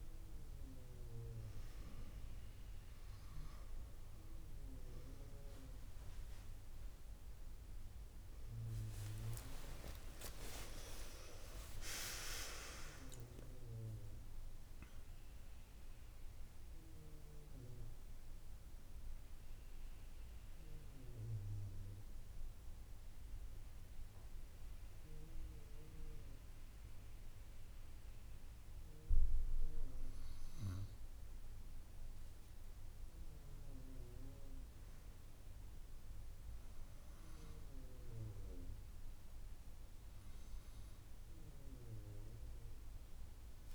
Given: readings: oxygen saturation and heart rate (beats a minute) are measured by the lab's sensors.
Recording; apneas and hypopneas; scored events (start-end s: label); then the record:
breathing in sleep by a room microphone; none
7.00-11.50 s: arousal
From the record:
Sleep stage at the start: N2 (light sleep); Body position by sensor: on the right side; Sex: female